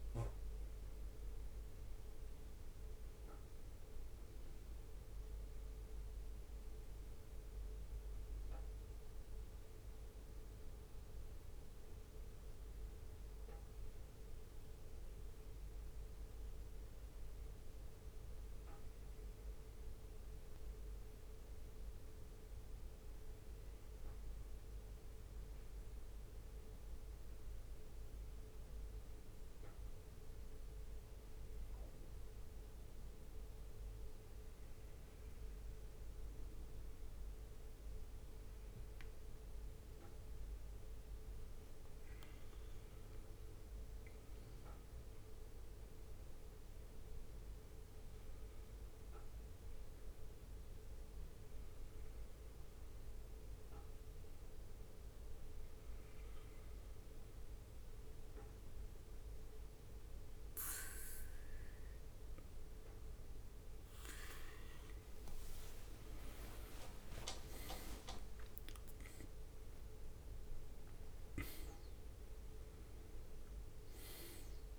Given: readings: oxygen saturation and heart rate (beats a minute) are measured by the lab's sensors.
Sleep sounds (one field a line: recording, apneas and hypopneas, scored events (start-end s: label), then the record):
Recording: breathing in sleep by a room microphone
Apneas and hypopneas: 1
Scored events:
21.50-25.50 s: arousal
29.00-42.00 s: hypopnea (oxygen 99% before, 95% lowest, heart rate 66 before, 65 extreme, up 2 after)
44.00-47.00 s: arousal
65.00-67.00 s: long interval between heartbeats (device-marked, heart rate 68 before, 78 extreme)
65.00-70.00 s: arousal
65.50-68.50 s: leg movement (device-marked)
From the record:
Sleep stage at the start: N1 (lightest sleep)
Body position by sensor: on the back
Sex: male